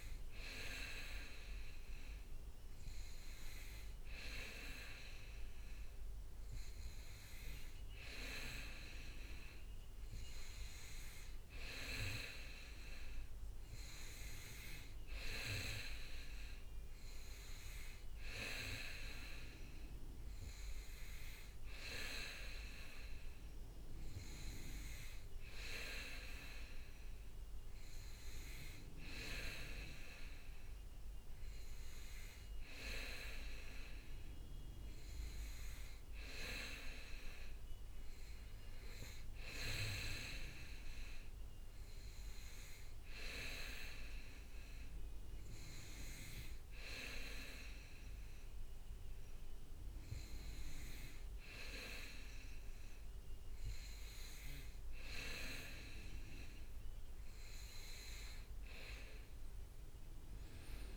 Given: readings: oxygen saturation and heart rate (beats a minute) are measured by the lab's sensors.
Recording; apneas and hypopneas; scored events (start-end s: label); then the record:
breathing in sleep by a room microphone; none
0.00-6.00 s: leg movement (device-marked)
19.00-22.00 s: leg movement (device-marked)
26.00-29.00 s: leg movement (device-marked)
33.50-36.50 s: leg movement (device-marked)
41.00-43.50 s: leg movement (device-marked)
48.50-55.00 s: leg movement (device-marked)
56.50-59.50 s: leg movement (device-marked)
From the record:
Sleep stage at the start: N2 (light sleep); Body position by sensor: on the back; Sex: male